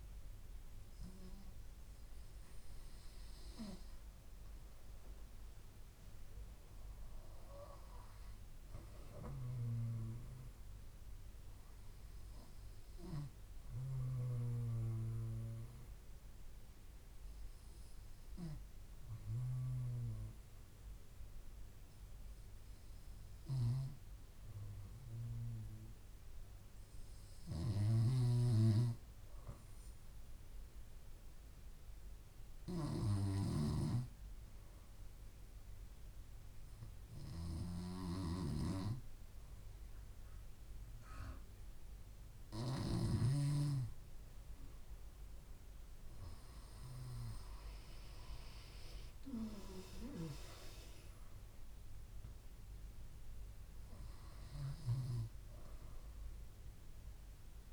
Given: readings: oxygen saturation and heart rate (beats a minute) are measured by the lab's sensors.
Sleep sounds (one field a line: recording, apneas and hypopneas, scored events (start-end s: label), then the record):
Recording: breathing in sleep by a room microphone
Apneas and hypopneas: 1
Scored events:
17.00-28.00 s: hypopnea (oxygen 96% before, 94% lowest)
48.50-52.50 s: arousal
From the record:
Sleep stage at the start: N2 (light sleep)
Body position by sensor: on the back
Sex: female